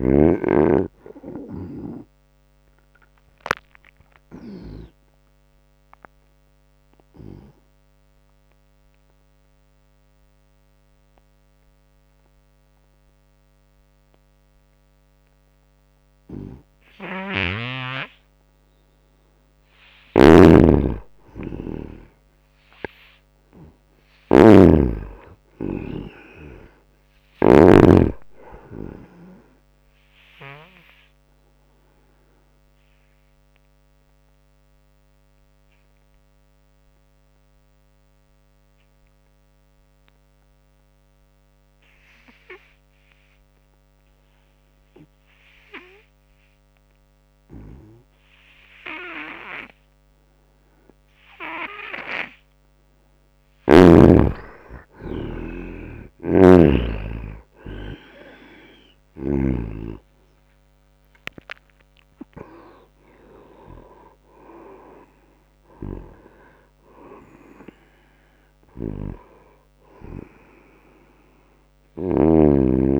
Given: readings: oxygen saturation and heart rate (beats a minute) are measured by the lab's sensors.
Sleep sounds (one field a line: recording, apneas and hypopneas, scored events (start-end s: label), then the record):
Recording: breathing in sleep by a microphone on the trachea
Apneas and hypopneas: 2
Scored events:
0.00-18.00 s: oxygen desaturation (device-marked, oxygen 78% lowest, heart rate 82 extreme)
2.50-18.50 s: obstructive apnea (oxygen 98% before, 78% lowest, heart rate 84 before, 83 extreme, up 5 after)
19.50-27.50 s: snoring (device-marked)
20.00-24.00 s: arousal
20.00-39.00 s: oxygen desaturation (device-marked, oxygen 96% before, 86% lowest, heart rate 88 before, 78 extreme)
30.50-52.00 s: obstructive apnea (oxygen 96% before, 82% lowest, heart rate 86 before, 78 extreme, up 9 after)
50.00-72.99 s: oxygen desaturation (device-marked, oxygen 97% before, 82% lowest, heart rate 84 before, 80 extreme)
53.50-57.00 s: arousal
55.50-59.50 s: snoring (device-marked)
65.50-72.00 s: snoring (device-marked)
From the record:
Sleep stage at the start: N2 (light sleep)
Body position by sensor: on the right side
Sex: male